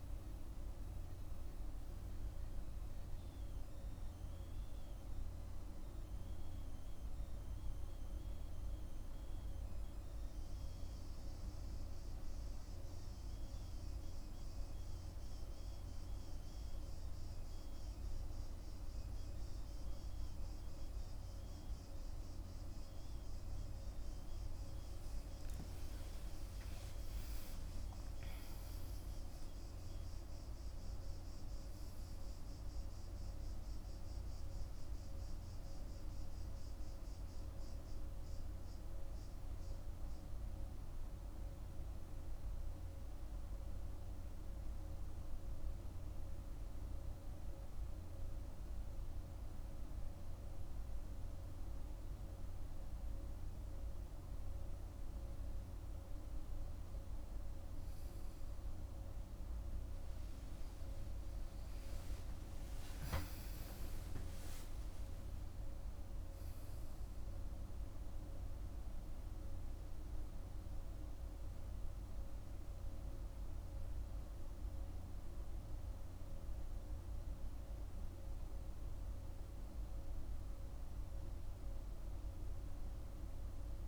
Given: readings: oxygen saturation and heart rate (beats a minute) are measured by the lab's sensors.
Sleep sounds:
breathing in sleep, hard to hear, by a room microphone; 1
24.00-28.50 s: arousal
36.50-53.00 s: hypopnea (oxygen 97% before, 95% lowest, heart rate 58 before, 48 extreme, up 6 after)
54.50-59.50 s: arousal
59.00-74.00 s: oxygen desaturation (device-marked, oxygen 98% before, 95% lowest, heart rate 49 before, 51 extreme)
From the record:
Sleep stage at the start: N1 (lightest sleep); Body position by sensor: on the back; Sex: male

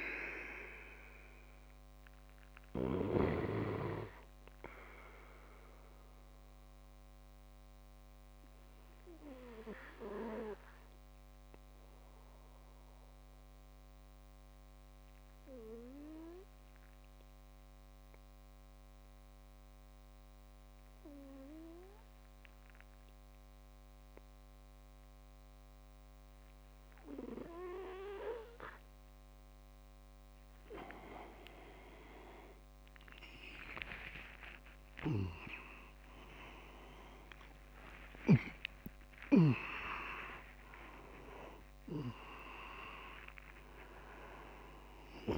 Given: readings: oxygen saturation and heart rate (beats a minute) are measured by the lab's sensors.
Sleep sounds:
breathing in sleep by a microphone on the trachea; 1
0.00-3.00 s: snoring (device-marked)
5.00-28.50 s: obstructive apnea (oxygen 99% before, 96% lowest)
36.50-43.00 s: arousal
From the record:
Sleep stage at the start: N2 (light sleep); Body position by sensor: on the back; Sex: male

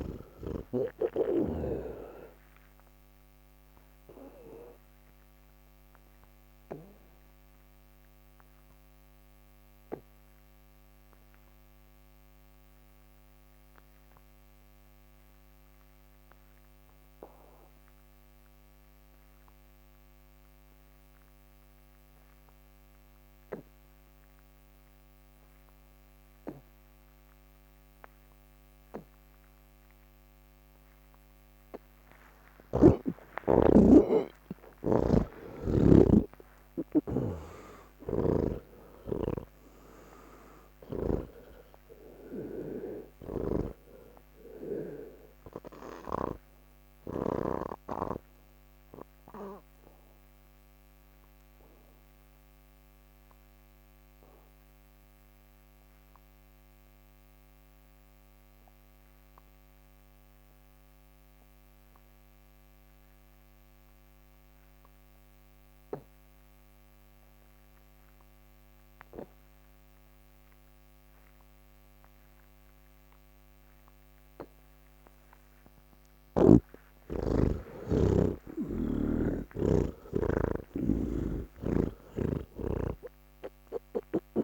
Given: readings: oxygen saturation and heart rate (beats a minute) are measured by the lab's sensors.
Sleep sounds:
breathing in sleep by a microphone on the trachea; 2
0.00-1.50 s: snoring (device-marked)
0.00-4.00 s: oxygen desaturation (device-marked, oxygen 85% lowest, heart rate 118 extreme)
4.00-32.50 s: obstructive apnea (oxygen 98% before, 78% lowest, heart rate 146 before, 97 extreme, up 25 after)
6.00-21.00 s: oxygen desaturation (device-marked, oxygen 91% before, 82% lowest, heart rate 149 before, 97 extreme)
23.00-41.00 s: oxygen desaturation (device-marked, oxygen 98% before, 87% lowest, heart rate 166 before, 97 extreme)
35.00-47.50 s: snoring (device-marked)
43.00-64.00 s: oxygen desaturation (device-marked, oxygen 90% before, 78% lowest, heart rate 125 before, 118 extreme)
46.00-75.50 s: obstructive apnea (oxygen 98% before, 75% lowest, heart rate 126 before, 118 extreme, up 29 after)
69.00-83.00 s: oxygen desaturation (device-marked, oxygen 98% before, 89% lowest, heart rate 136 before, 121 extreme)
81.00-84.44 s: snoring (device-marked)
From the record:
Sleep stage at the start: N1 (lightest sleep); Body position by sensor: on the back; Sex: male

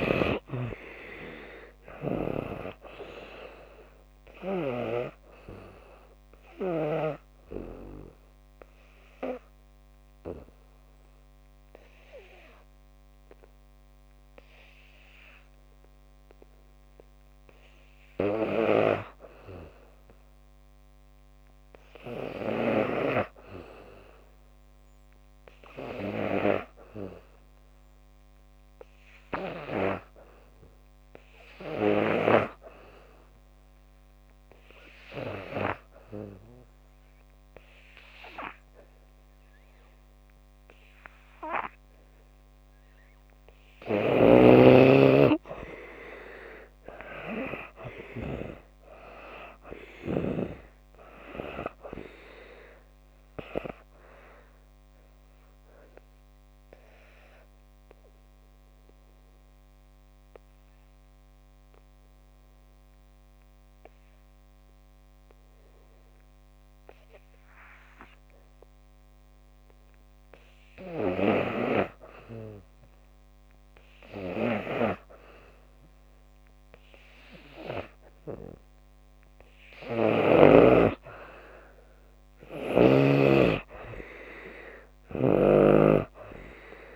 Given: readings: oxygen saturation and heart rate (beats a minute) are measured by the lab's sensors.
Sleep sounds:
breathing in sleep by a microphone on the trachea; 3
0.00-1.00 s: arousal
0.00-24.00 s: oxygen desaturation (device-marked, oxygen 79% lowest)
5.50-16.50 s: obstructive apnea (oxygen 95% before, 74% lowest)
22.50-25.50 s: arousal
26.00-73.00 s: oxygen desaturation (device-marked, oxygen 94% before, 74% lowest)
33.50-44.50 s: obstructive apnea (oxygen 94% before, 74% lowest)
45.00-49.00 s: arousal
53.50-78.50 s: obstructive apnea (oxygen 94% before, 74% lowest)
75.00-86.96 s: oxygen desaturation (device-marked, oxygen 94% before, 75% lowest)
81.00-84.50 s: arousal
82.50-86.00 s: snoring (device-marked)
From the record:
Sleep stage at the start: N2 (light sleep); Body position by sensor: on the back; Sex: female

